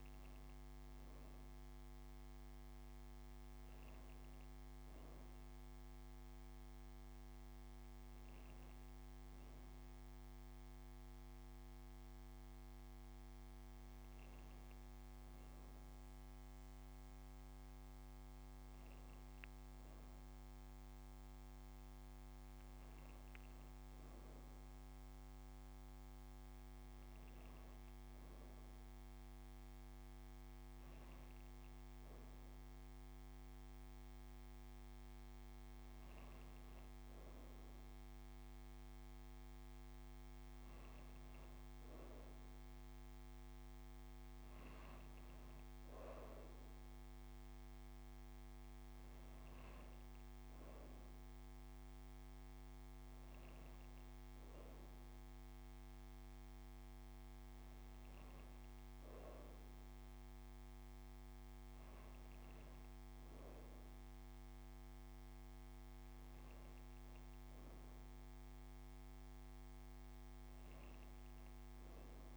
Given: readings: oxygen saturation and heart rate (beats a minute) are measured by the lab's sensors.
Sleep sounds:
breathing in sleep, hard to hear, by a microphone on the trachea; none
56.00-58.00 s: long interval between heartbeats (device-marked)
58.50-60.50 s: long interval between heartbeats (device-marked)
60.50-62.50 s: long interval between heartbeats (device-marked, heart rate 33 before, 114 extreme)
61.00-65.50 s: arousal
63.50-65.50 s: long interval between heartbeats (device-marked, heart rate 50 before, 116 extreme)
From the record:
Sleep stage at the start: N2 (light sleep); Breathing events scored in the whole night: 151 in 4.4 hours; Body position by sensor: on the right side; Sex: female

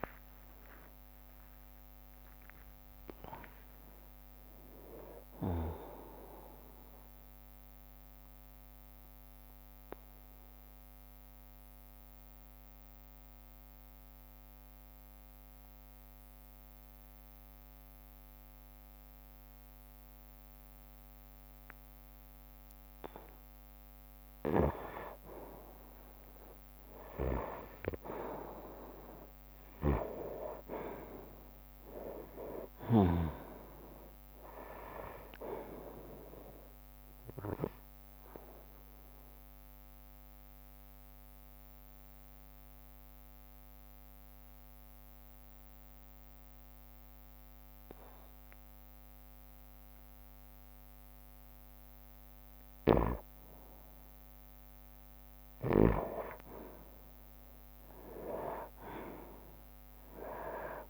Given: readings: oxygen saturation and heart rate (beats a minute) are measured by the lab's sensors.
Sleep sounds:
breathing in sleep by a microphone on the trachea; 2
0.00-4.00 s: arousal
0.00-13.00 s: oxygen desaturation (device-marked, oxygen 92% lowest, heart rate 58 extreme)
8.00-24.00 s: obstructive apnea (oxygen 98% before, 90% lowest, heart rate 67 before, 58 extreme, up 6 after)
9.00-20.00 s: bradycardia (device-marked, heart rate 65 before, 58 extreme)
18.00-20.00 s: drop in pulse transit time (device-marked, heart rate 62 before, 59 extreme)
26.50-31.00 s: arousal
27.00-42.00 s: drop in pulse transit time (device-marked, heart rate 60 before, 62 extreme)
27.00-56.00 s: oxygen desaturation (device-marked, oxygen 97% before, 90% lowest, heart rate 60 before, 59 extreme)
37.50-52.50 s: obstructive apnea (oxygen 98% before, 90% lowest, heart rate 63 before, 59 extreme, up 4 after)
49.00-51.00 s: bradycardia (device-marked, heart rate 65 before, 60 extreme)
57.00-60.90 s: arousal
57.00-60.90 s: drop in pulse transit time (device-marked, heart rate 63 before, 60 extreme)
From the record:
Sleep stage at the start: N2 (light sleep); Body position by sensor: on the right side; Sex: male

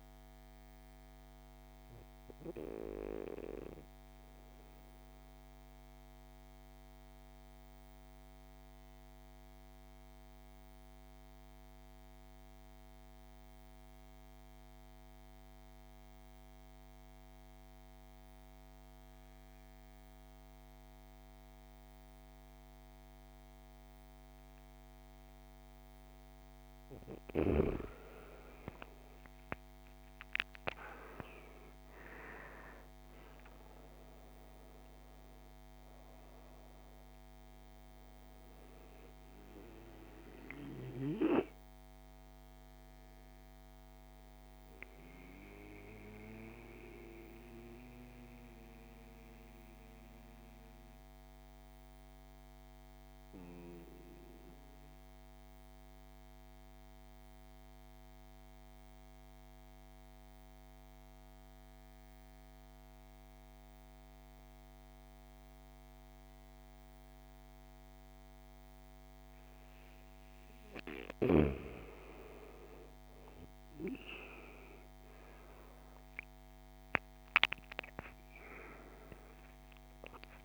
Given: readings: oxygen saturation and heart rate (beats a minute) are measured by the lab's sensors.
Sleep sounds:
breathing in sleep by a microphone on the trachea; 2
0.00-16.00 s: oxygen desaturation (device-marked, oxygen 89% lowest, heart rate 51 extreme)
0.50-26.00 s: mixed apnea (oxygen 98% before, 83% lowest, heart rate 53 before, 49 extreme, up 15 after)
26.00-60.00 s: oxygen desaturation (device-marked, oxygen 98% before, 83% lowest, heart rate 54 before, 48 extreme)
27.50-31.00 s: arousal
44.00-69.50 s: mixed apnea (oxygen 98% before, 83% lowest, heart rate 60 before, 48 extreme, up 13 after)
70.00-80.45 s: oxygen desaturation (device-marked, oxygen 100% before, 87% lowest, heart rate 53 before, 50 extreme)
72.00-77.00 s: arousal
From the record:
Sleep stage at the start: N2 (light sleep); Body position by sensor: on the right side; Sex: male

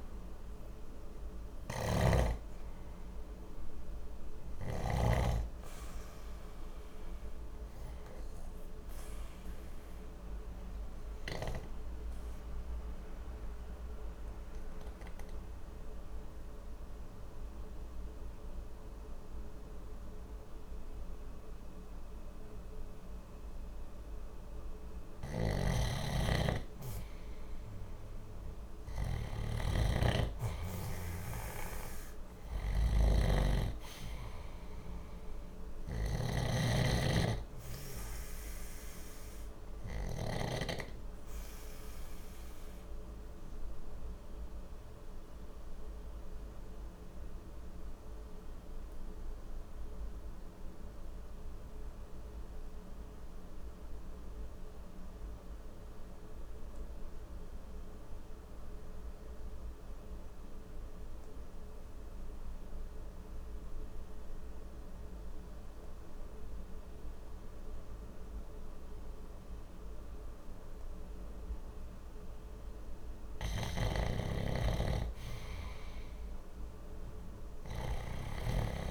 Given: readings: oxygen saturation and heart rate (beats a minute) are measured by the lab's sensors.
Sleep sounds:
breathing in sleep by a room microphone; 2
0.00-7.50 s: oxygen desaturation (device-marked, oxygen 93% lowest, heart rate 60 extreme)
1.00-4.50 s: snoring (device-marked)
8.50-25.50 s: obstructive apnea (oxygen 97% before, 90% lowest, heart rate 60 before, 60 extreme, up 0 after)
24.50-40.00 s: snoring (device-marked)
28.50-31.00 s: arousal
34.50-55.50 s: oxygen desaturation (device-marked, oxygen 96% before, 91% lowest, heart rate 60 before, 59 extreme)
38.00-72.50 s: obstructive apnea (oxygen 96% before, 86% lowest, heart rate 60 before, 59 extreme, up 1 after)
72.50-78.91 s: oxygen desaturation (device-marked, oxygen 96% before, 86% lowest, heart rate 60 before, 59 extreme)
75.50-78.91 s: arousal
From the record:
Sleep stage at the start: N2 (light sleep); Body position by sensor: on the left side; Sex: male

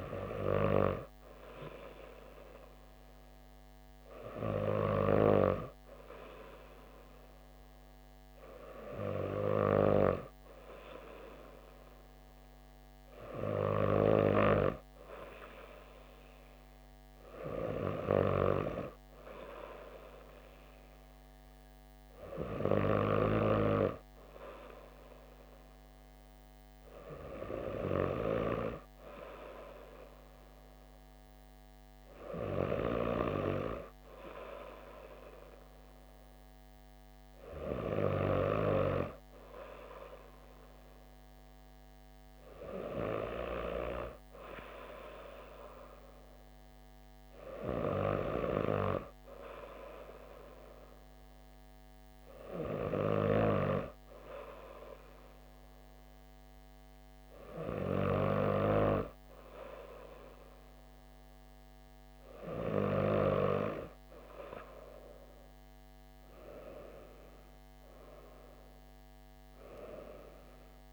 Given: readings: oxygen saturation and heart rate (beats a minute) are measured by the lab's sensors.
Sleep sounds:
breathing in sleep by a microphone on the trachea; none
none scored
From the record:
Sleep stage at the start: N2 (light sleep); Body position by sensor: on the back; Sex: female

